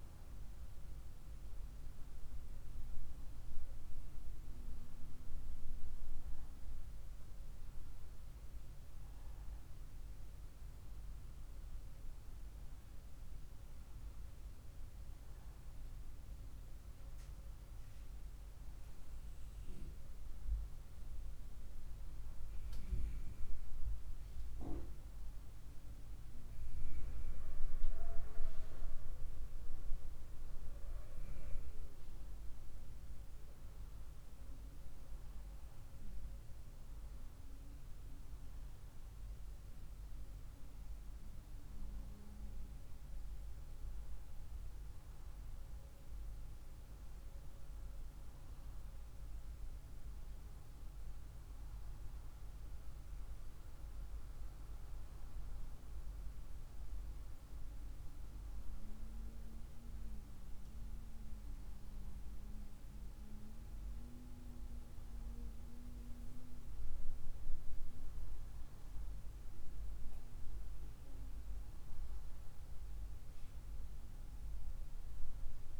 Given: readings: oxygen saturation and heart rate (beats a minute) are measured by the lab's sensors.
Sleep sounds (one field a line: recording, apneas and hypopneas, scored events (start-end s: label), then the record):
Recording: breathing in sleep by a room microphone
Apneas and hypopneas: none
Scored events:
none scored
From the record:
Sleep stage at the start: N1 (lightest sleep)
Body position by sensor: on the right side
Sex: female